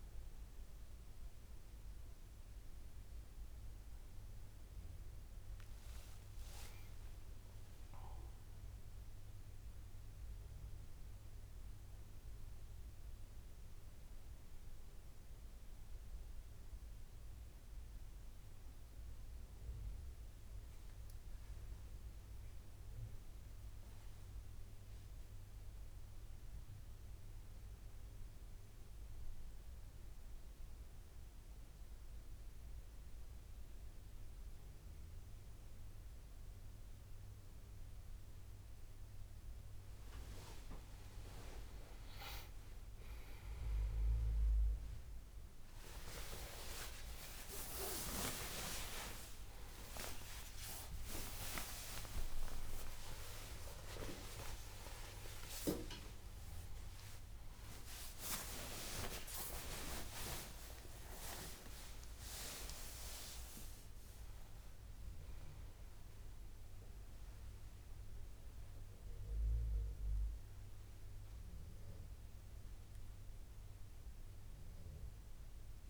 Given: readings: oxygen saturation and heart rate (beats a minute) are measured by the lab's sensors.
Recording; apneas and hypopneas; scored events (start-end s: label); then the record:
a person partly awake in a sleep study, by a room microphone; none
6.50-10.50 s: arousal
38.50-75.90 s: new sleep stage, awake
From the record:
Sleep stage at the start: N2 (light sleep); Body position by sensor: on the back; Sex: male